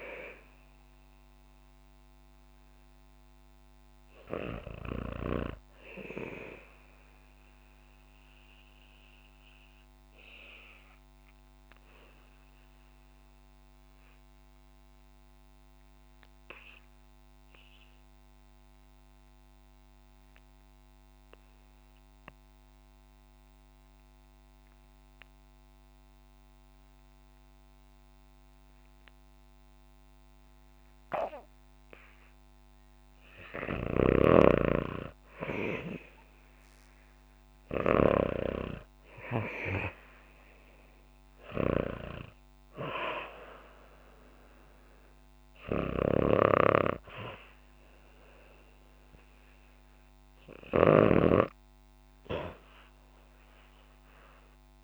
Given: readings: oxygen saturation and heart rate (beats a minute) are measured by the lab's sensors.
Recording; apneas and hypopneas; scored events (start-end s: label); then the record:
breathing in sleep by a microphone on the trachea; 1
0.00-17.00 s: oxygen desaturation (device-marked, oxygen 75% lowest, heart rate 53 extreme)
7.00-32.50 s: obstructive apnea (oxygen 93% before, 75% lowest, heart rate 67 before, 55 extreme, up 34 after)
28.00-54.84 s: oxygen desaturation (device-marked, oxygen 98% before, 84% lowest, heart rate 59 before, 58 extreme)
34.00-38.00 s: arousal
50.00-54.84 s: snoring (device-marked)
From the record:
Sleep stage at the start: REM sleep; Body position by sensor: on the back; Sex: female